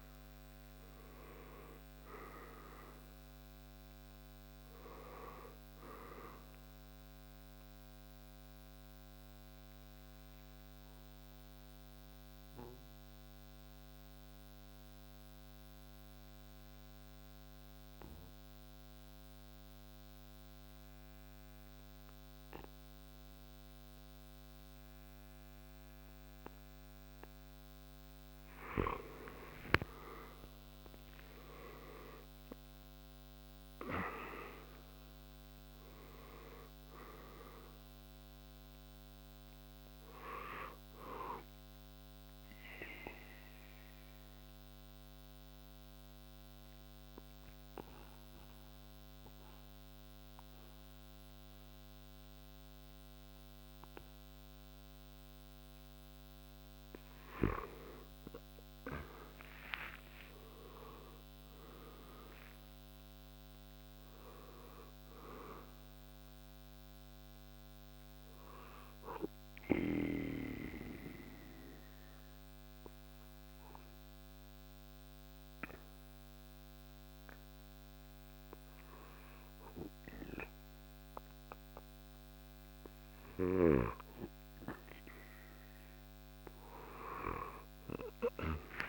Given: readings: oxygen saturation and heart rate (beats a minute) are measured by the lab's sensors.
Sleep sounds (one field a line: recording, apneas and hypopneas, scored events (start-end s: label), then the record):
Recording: breathing in sleep by a microphone on the trachea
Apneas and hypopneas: 3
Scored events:
0.00-1.50 s: arousal
2.00-13.00 s: drop in pulse transit time (device-marked, heart rate 61 before, 63 extreme)
7.00-25.00 s: oxygen desaturation (device-marked, oxygen 97% before, 89% lowest, heart rate 63 before, 57 extreme)
7.50-28.50 s: mixed apnea (oxygen 97% before, 85% lowest, heart rate 63 before, 57 extreme, up 11 after)
29.50-33.50 s: arousal
32.00-45.00 s: drop in pulse transit time (device-marked, heart rate 59 before, 61 extreme)
32.00-57.00 s: oxygen desaturation (device-marked, oxygen 97% before, 85% lowest, heart rate 59 before, 60 extreme)
42.00-57.00 s: central apnea (oxygen 97% before, 85% lowest, heart rate 63 before, 60 extreme, up 10 after)
58.50-62.50 s: arousal
61.00-72.00 s: drop in pulse transit time (device-marked, heart rate 62 before, 63 extreme)
69.00-84.00 s: oxygen desaturation (device-marked, oxygen 97% before, 90% lowest, heart rate 64 before, 55 extreme)
70.00-84.00 s: central apnea (oxygen 97% before, 90% lowest, heart rate 64 before, 55 extreme, up 14 after)
87.00-88.89 s: arousal
From the record:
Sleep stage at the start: N2 (light sleep)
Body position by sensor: on the back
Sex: male